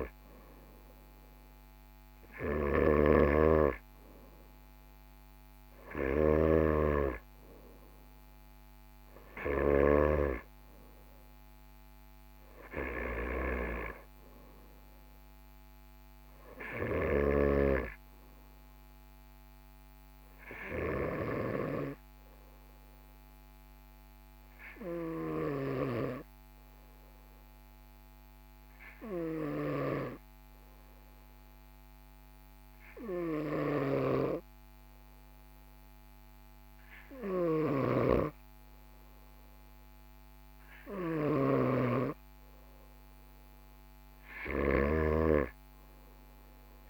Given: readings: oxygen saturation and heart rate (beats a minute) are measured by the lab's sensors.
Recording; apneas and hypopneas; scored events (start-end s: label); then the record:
breathing in sleep by a microphone on the trachea; 1
2.50-10.00 s: snoring (device-marked)
22.00-38.00 s: hypopnea (oxygen 97% before, 96% lowest, heart rate 45 before, 44 extreme, up 1 after)
37.50-45.00 s: snoring (device-marked)
40.00-44.50 s: arousal
From the record:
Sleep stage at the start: N2 (light sleep); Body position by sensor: on the right side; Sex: male